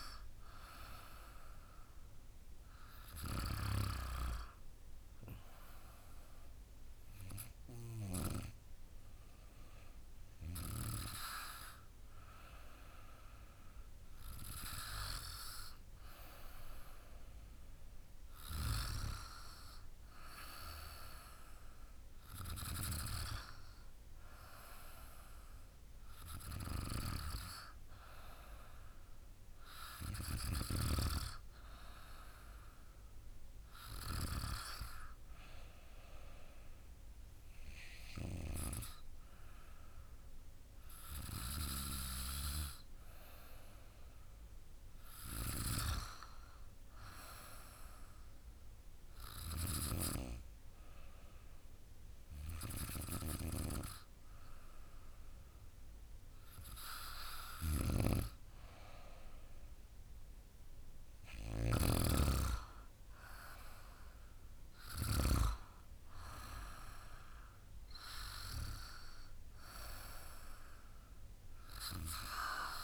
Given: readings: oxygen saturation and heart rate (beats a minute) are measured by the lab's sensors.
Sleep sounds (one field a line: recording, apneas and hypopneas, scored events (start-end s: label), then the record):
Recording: breathing in sleep by a room microphone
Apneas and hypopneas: 1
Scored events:
48.50-59.00 s: hypopnea (oxygen 96% before, 94% lowest, heart rate 54 before, 51 extreme, up 6 after)
57.00-61.50 s: snoring (device-marked)
62.00-66.50 s: arousal
From the record:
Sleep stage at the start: N2 (light sleep)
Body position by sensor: on the back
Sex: female